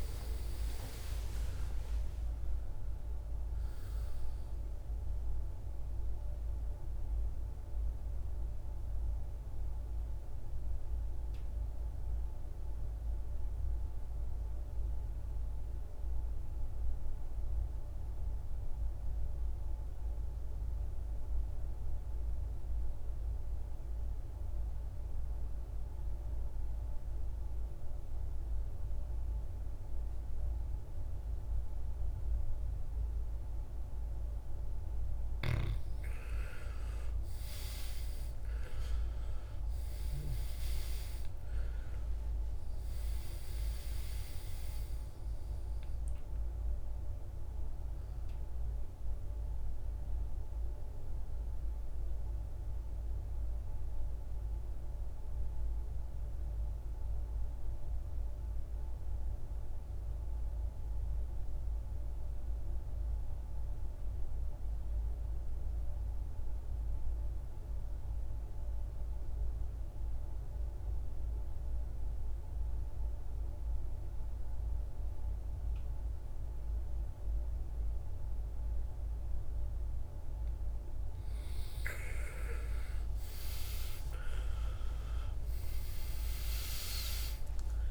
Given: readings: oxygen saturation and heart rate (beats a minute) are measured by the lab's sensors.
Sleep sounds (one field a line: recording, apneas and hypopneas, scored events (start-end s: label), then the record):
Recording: breathing in sleep by a room microphone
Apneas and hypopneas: 2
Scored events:
0.00-20.50 s: oxygen desaturation (device-marked, oxygen 83% lowest, heart rate 54 extreme)
9.50-34.00 s: mixed apnea (oxygen 98% before, 80% lowest, heart rate 68 before, 52 extreme, up 19 after)
30.50-42.50 s: oxygen desaturation (device-marked, oxygen 98% before, 89% lowest, heart rate 56 before, 52 extreme)
36.00-41.50 s: arousal
47.50-65.50 s: oxygen desaturation (device-marked, oxygen 91% before, 80% lowest, heart rate 65 before, 52 extreme)
50.50-80.50 s: mixed apnea (oxygen 98% before, 78% lowest, heart rate 67 before, 52 extreme, up 20 after)
75.50-87.91 s: oxygen desaturation (device-marked, oxygen 99% before, 78% lowest, heart rate 55 before, 50 extreme)
82.50-86.50 s: arousal
From the record:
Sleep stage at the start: N2 (light sleep)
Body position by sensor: on the back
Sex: male